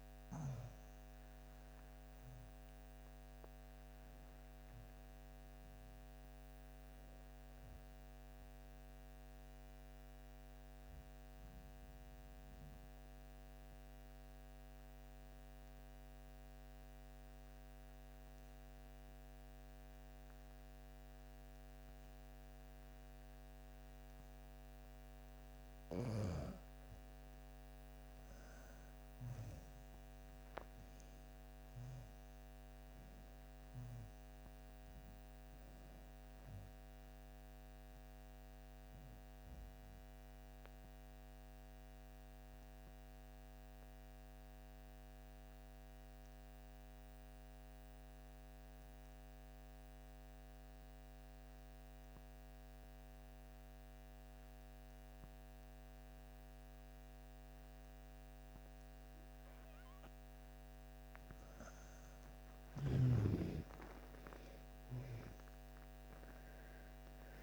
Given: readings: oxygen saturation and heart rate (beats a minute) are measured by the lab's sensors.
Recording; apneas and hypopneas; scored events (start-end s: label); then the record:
breathing in sleep, hard to hear, by a microphone on the trachea; 2
0.00-1.00 s: arousal
0.00-18.50 s: oxygen desaturation (device-marked, oxygen 88% lowest)
8.50-25.50 s: obstructive apnea (oxygen 97% before, 84% lowest)
27.50-32.00 s: arousal
31.50-48.50 s: oxygen desaturation (device-marked, oxygen 97% before, 88% lowest)
40.50-60.00 s: obstructive apnea (oxygen 98% before, 84% lowest)
57.50-67.43 s: oxygen desaturation (device-marked, oxygen 97% before, 84% lowest)
61.50-66.50 s: arousal
From the record:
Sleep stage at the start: N2 (light sleep); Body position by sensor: on the back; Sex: female